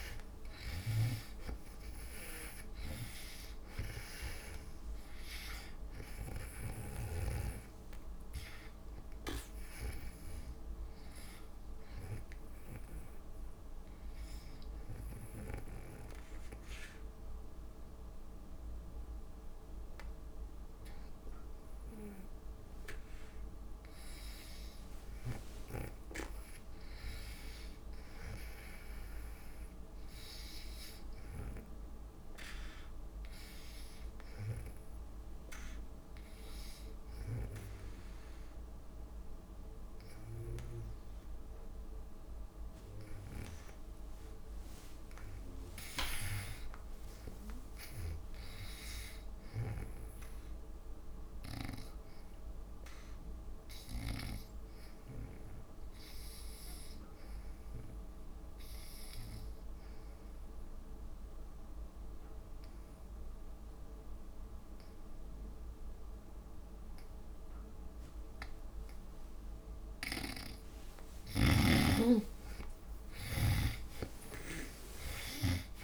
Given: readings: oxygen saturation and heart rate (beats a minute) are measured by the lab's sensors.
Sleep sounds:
breathing in sleep by a room microphone; 3
0.00-2.00 s: arousal
0.00-7.00 s: snoring (device-marked)
0.00-14.50 s: oxygen desaturation (device-marked, oxygen 81% lowest)
13.50-25.00 s: hypopnea (oxygen 99% before, 75% lowest)
27.50-30.00 s: arousal
35.00-45.50 s: hypopnea (oxygen 98% before, 75% lowest)
37.50-43.50 s: oxygen desaturation (device-marked, oxygen 97% before, 94% lowest)
46.00-50.50 s: arousal
53.50-75.84 s: oxygen desaturation (device-marked, oxygen 96% before, 75% lowest)
60.00-71.50 s: obstructive apnea (oxygen 97% before, 75% lowest)
70.50-75.84 s: snoring (device-marked)
73.00-75.84 s: arousal
From the record:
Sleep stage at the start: N2 (light sleep); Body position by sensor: on the back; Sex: female

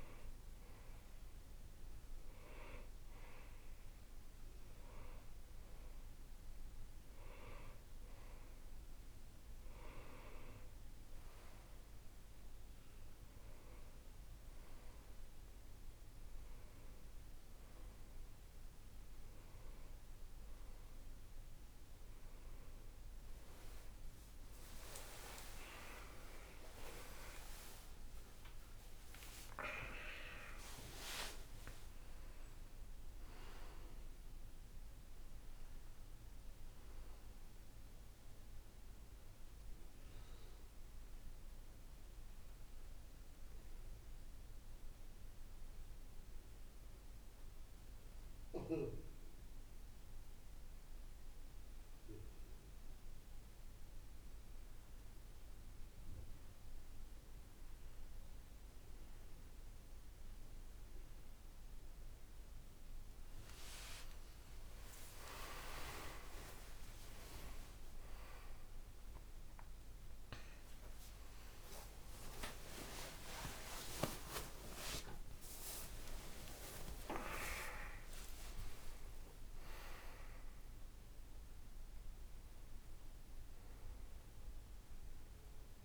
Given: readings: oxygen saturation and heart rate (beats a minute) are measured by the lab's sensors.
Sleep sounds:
a person partly awake in a sleep study, by a room microphone; 1
24.50-30.50 s: arousal
47.00-58.00 s: hypopnea (oxygen 95% before, 92% lowest, heart rate 70 before, 54 extreme, up 8 after)
54.00-84.00 s: new sleep stage, awake
60.00-77.00 s: oxygen desaturation (device-marked, oxygen 95% before, 92% lowest, heart rate 56 before, 55 extreme)
84.00-85.85 s: new sleep stage, N2 (light sleep)
From the record:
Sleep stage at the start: N2 (light sleep); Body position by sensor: on the right side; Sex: male

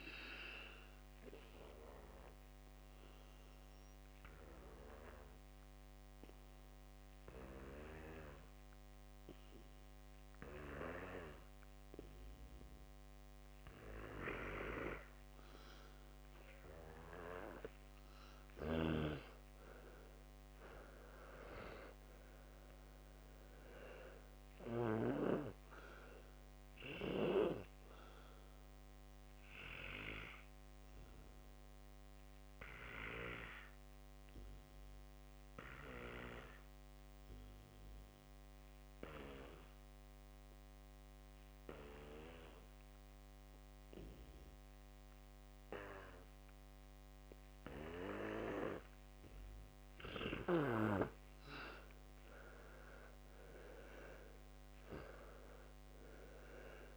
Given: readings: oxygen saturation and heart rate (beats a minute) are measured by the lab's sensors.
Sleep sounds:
breathing in sleep by a microphone on the trachea; 2
1.00-16.50 s: obstructive apnea (oxygen 100% before, 92% lowest, heart rate 66 before, 62 extreme, up 10 after)
10.50-18.50 s: oxygen desaturation (device-marked, oxygen 98% before, 95% lowest, heart rate 65 before, 62 extreme)
19.00-23.00 s: arousal
19.00-25.50 s: snoring (device-marked)
24.50-36.50 s: oxygen desaturation (device-marked, oxygen 99% before, 92% lowest, heart rate 66 before, 62 extreme)
30.00-49.50 s: obstructive apnea (oxygen 99% before, 89% lowest, heart rate 68 before, 63 extreme, up 9 after)
51.50-56.00 s: arousal
55.50-56.97 s: oxygen desaturation (device-marked, oxygen 99% before, 95% lowest, heart rate 66 before, 63 extreme)
From the record:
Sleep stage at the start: N2 (light sleep); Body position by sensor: on the back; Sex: male

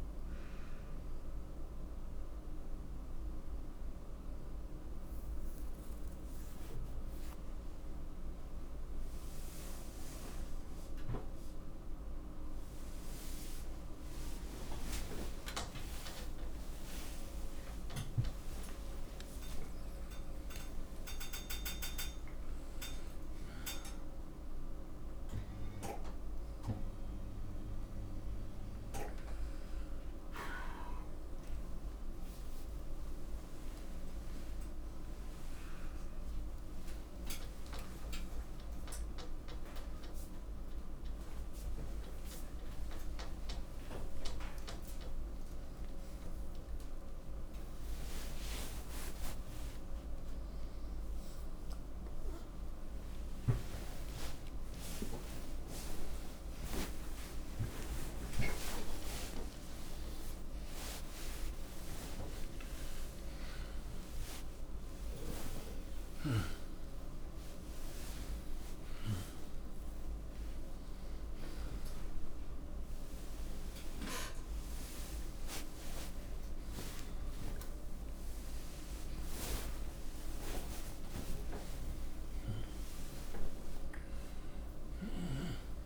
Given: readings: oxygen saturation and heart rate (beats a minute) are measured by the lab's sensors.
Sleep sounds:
a person awake in a sleep study, by a room microphone; none
0.50-10.50 s: oxygen desaturation (device-marked, oxygen 93% before, 90% lowest, heart rate 74 before, 62 extreme)
10.50-85.86 s: new sleep stage, awake
71.50-85.50 s: oxygen desaturation (device-marked, oxygen 95% before, 91% lowest, heart rate 121 before, 81 extreme)
From the record:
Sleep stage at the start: N1 (lightest sleep); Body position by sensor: on the right side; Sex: male

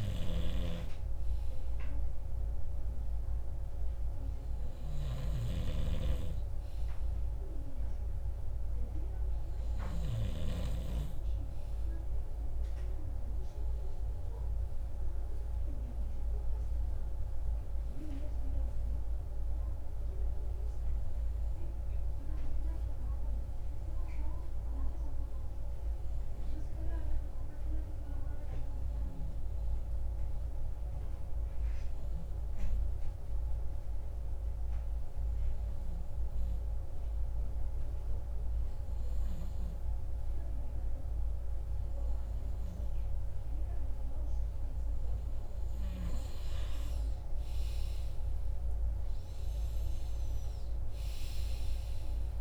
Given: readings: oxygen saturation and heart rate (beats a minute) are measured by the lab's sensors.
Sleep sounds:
breathing in sleep by a room microphone; 1
7.00-44.00 s: hypopnea (oxygen 98% before, 95% lowest)
8.50-52.41 s: new sleep stage, REM sleep
45.50-51.00 s: arousal
From the record:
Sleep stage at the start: N2 (light sleep); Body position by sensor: on the right side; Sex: male

